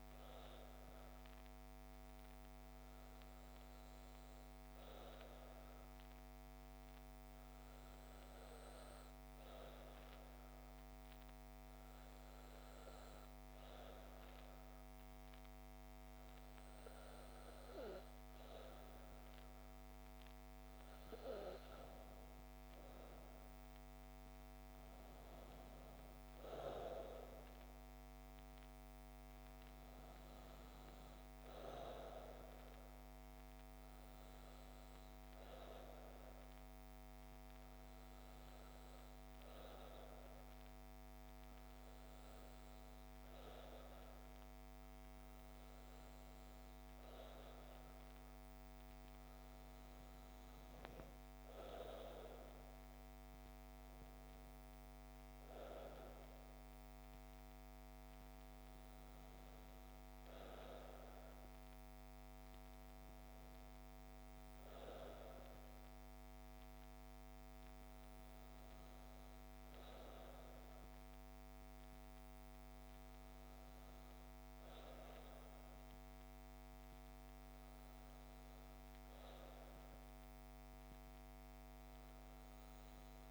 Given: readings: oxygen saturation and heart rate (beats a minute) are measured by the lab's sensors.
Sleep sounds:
breathing in sleep by a microphone on the trachea; none
none scored
From the record:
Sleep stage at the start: N2 (light sleep); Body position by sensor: on the back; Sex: female

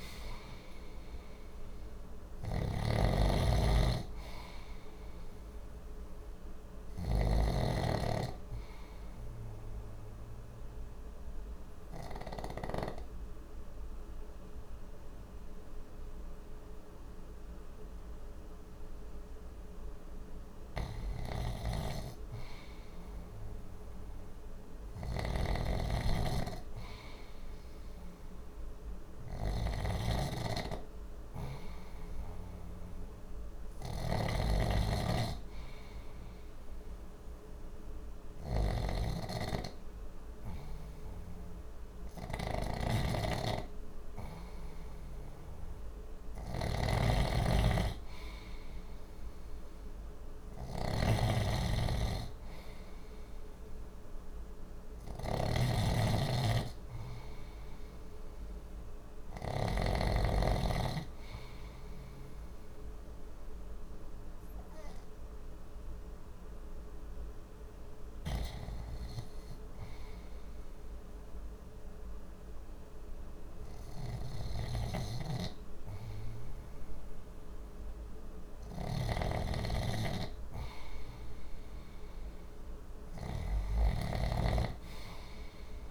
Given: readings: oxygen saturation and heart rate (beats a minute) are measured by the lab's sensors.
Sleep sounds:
breathing in sleep by a room microphone; 3
0.00-3.00 s: arousal
0.00-7.00 s: snoring (device-marked)
7.50-23.50 s: oxygen desaturation (device-marked, oxygen 96% before, 92% lowest, heart rate 60 before, 59 extreme)
8.50-21.00 s: obstructive apnea (oxygen 98% before, 92% lowest, heart rate 60 before, 59 extreme, up 3 after)
21.00-59.50 s: snoring (device-marked)
25.50-29.00 s: arousal
35.00-45.50 s: hypopnea (oxygen 96% before, 92% lowest, heart rate 61 before, 59 extreme, up 1 after)
40.50-55.50 s: oxygen desaturation (device-marked, oxygen 95% before, 92% lowest, heart rate 61 before, 59 extreme)
50.50-56.00 s: arousal
62.50-81.00 s: hypopnea (oxygen 95% before, 92% lowest, heart rate 61 before, 59 extreme, up 2 after)
74.50-83.00 s: snoring (device-marked)
84.00-85.90 s: arousal
From the record:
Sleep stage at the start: N2 (light sleep); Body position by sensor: on the left side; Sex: male

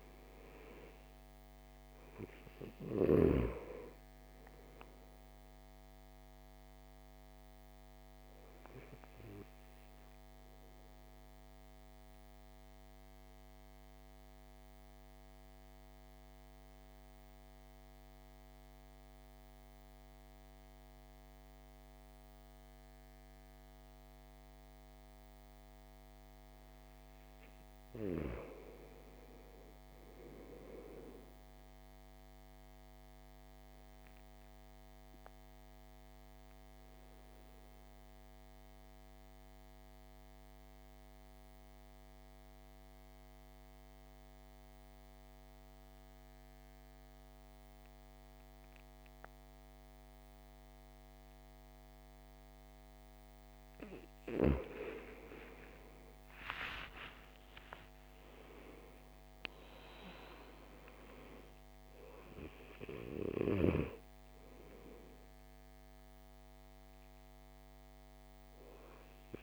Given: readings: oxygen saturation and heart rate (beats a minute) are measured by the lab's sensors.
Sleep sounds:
breathing in sleep by a microphone on the trachea; 2
0.00-31.00 s: oxygen desaturation (device-marked, oxygen 79% lowest, heart rate 52 extreme)
9.50-27.00 s: mixed apnea (oxygen 100% before, 79% lowest, heart rate 64 before, 52 extreme, up 7 after)
28.50-31.50 s: arousal
33.00-54.00 s: obstructive apnea (oxygen 100% before, 81% lowest, heart rate 55 before, 50 extreme, up 22 after)
41.00-51.00 s: oxygen desaturation (device-marked, oxygen 100% before, 92% lowest, heart rate 56 before, 50 extreme)
55.00-59.00 s: arousal
58.00-69.43 s: oxygen desaturation (device-marked, oxygen 96% before, 81% lowest, heart rate 56 before, 50 extreme)
From the record:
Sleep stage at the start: N2 (light sleep); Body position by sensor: on the back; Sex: male

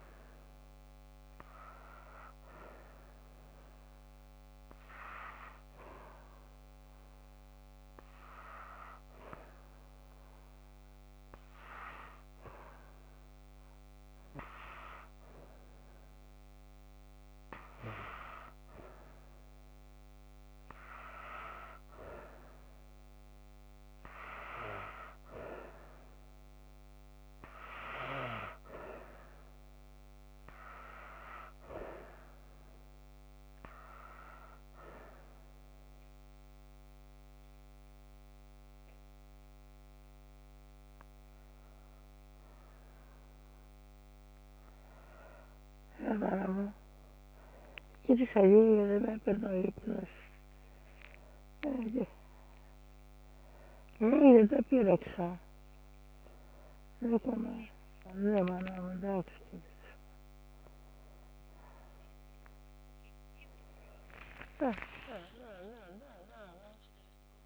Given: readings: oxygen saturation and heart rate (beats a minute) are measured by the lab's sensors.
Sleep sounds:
a person partly awake in a sleep study, by a microphone on the trachea; 1
1.50-22.50 s: oxygen desaturation (device-marked, oxygen 94% before, 89% lowest)
5.00-15.50 s: hypopnea (oxygen 94% before, 89% lowest)
17.00-23.00 s: arousal
35.50-57.50 s: oxygen desaturation (device-marked, oxygen 94% before, 89% lowest)
42.50-67.45 s: new sleep stage, awake
From the record:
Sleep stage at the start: N2 (light sleep); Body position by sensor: on the back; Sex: female

